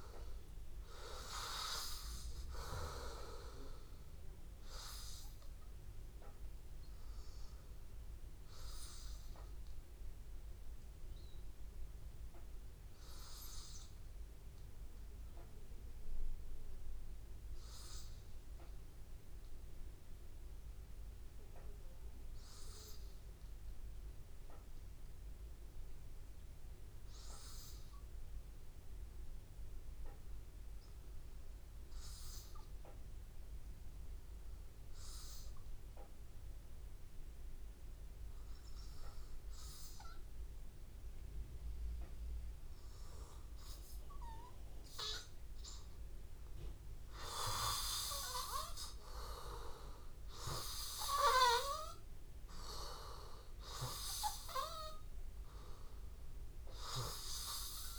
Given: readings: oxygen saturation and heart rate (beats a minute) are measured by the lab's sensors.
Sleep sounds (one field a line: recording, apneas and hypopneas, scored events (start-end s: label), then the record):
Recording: breathing in sleep by a room microphone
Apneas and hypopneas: 1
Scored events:
0.00-12.00 s: oxygen desaturation (device-marked, oxygen 89% lowest, heart rate 83 extreme)
5.50-8.00 s: arousal
11.00-44.00 s: hypopnea (oxygen 93% before, 92% lowest, heart rate 88 before, 83 extreme, up 1 after)
35.00-57.99 s: oxygen desaturation (device-marked, oxygen 98% before, 92% lowest, heart rate 84 before, 83 extreme)
46.00-50.00 s: arousal
From the record:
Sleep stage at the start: N2 (light sleep)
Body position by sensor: on the back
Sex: male